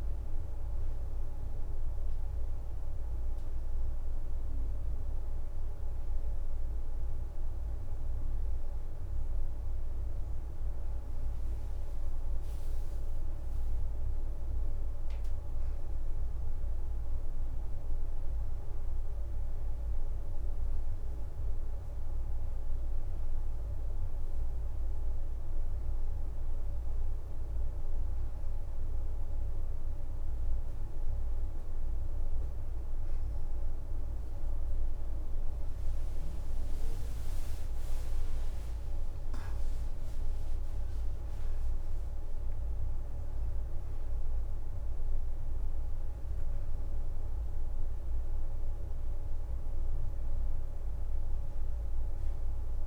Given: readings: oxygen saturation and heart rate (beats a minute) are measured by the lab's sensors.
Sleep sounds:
breathing in sleep, hard to hear, by a room microphone; none
2.00-3.50 s: leg movement (device-marked)
10.50-20.00 s: leg movement (device-marked)
21.00-24.50 s: leg movement (device-marked)
43.00-46.50 s: arousal
45.00-49.00 s: leg movement (device-marked)
From the record:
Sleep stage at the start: N2 (light sleep); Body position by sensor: on the back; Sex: female

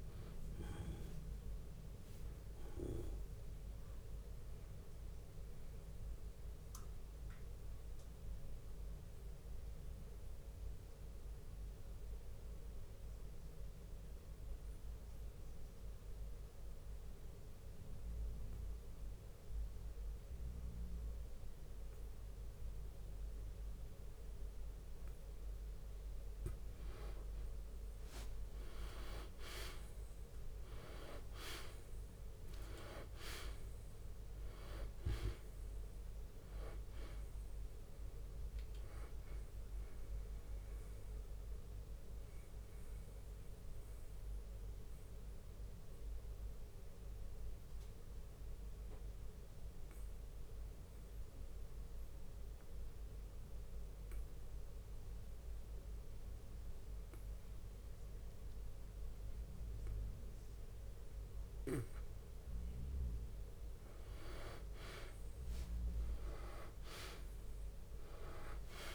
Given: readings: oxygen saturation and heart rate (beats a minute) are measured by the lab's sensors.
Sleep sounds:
breathing in sleep by a room microphone; 2
0.00-4.00 s: drop in pulse transit time (device-marked, heart rate 49 extreme)
0.00-18.00 s: oxygen desaturation (device-marked, oxygen 88% lowest, heart rate 50 extreme)
1.50-3.50 s: long interval between heartbeats (device-marked, heart rate 58 before, 71 extreme)
3.50-25.50 s: mixed apnea (oxygen 98% before, 88% lowest, heart rate 60 before, 52 extreme, up 9 after)
4.00-27.00 s: bradycardia (device-marked, heart rate 62 before, 55 extreme)
27.50-33.00 s: arousal
28.00-42.00 s: drop in pulse transit time (device-marked, heart rate 56 before, 58 extreme)
29.00-58.00 s: oxygen desaturation (device-marked, oxygen 98% before, 88% lowest, heart rate 56 before, 45 extreme)
39.50-62.00 s: mixed apnea (oxygen 98% before, 88% lowest, heart rate 60 before, 45 extreme, up 13 after)
42.00-67.00 s: bradycardia (device-marked, heart rate 61 before, 45 extreme)
64.00-68.95 s: drop in pulse transit time (device-marked, heart rate 52 before, 48 extreme)
64.50-68.95 s: arousal
65.00-68.95 s: oxygen desaturation (device-marked, oxygen 98% before, 90% lowest, heart rate 52 before, 46 extreme)
From the record:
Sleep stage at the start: N2 (light sleep); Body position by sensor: on the back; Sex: male

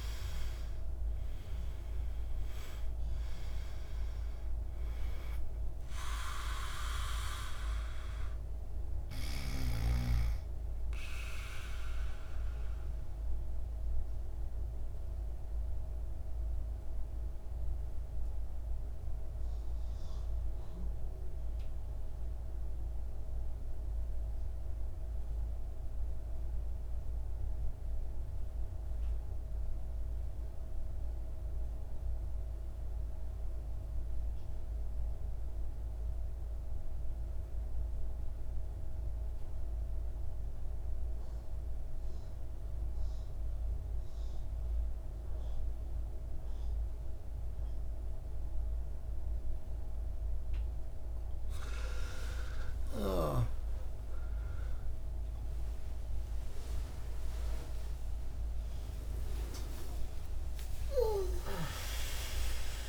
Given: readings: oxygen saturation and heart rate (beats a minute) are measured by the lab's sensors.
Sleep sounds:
breathing in sleep by a room microphone; 1
0.00-1.50 s: arousal
0.00-28.00 s: oxygen desaturation (device-marked, oxygen 75% lowest, heart rate 52 extreme)
11.00-51.50 s: mixed apnea (oxygen 99% before, 72% lowest, heart rate 63 before, 52 extreme, up 39 after)
39.00-62.89 s: oxygen desaturation (device-marked, oxygen 99% before, 80% lowest, heart rate 59 before, 57 extreme)
53.00-59.50 s: arousal
From the record:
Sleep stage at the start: N2 (light sleep); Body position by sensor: on the back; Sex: male

